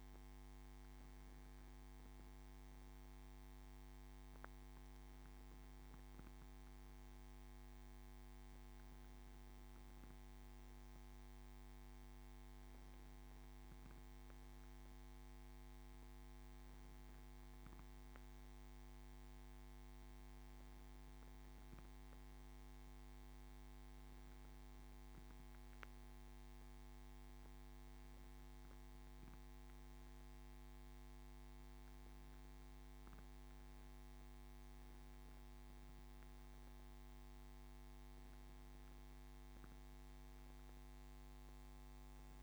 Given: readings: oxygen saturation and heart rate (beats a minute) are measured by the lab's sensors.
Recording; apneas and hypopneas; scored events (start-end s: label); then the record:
breathing in sleep, hard to hear, by a microphone on the trachea; none
none scored
From the record:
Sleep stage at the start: N2 (light sleep); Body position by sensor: on the back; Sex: male